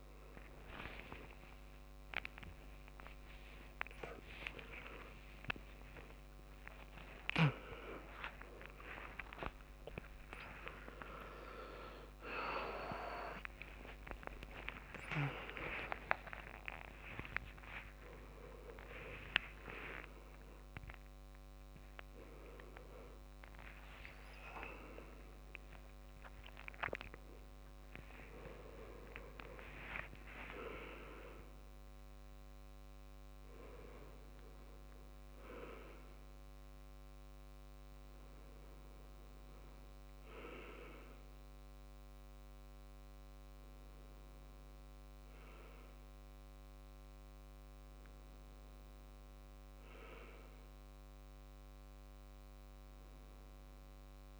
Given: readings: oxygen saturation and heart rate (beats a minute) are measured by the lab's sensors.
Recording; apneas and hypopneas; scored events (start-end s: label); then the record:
a person awake in a sleep study, by a microphone on the trachea; none
2.00-54.40 s: new sleep stage, awake
9.00-17.00 s: tachycardia (device-marked, heart rate 80 before, 118 extreme)
12.50-14.50 s: long interval between heartbeats (device-marked, heart rate 88 before, 103 extreme)
From the record:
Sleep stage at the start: N1 (lightest sleep); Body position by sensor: on the back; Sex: male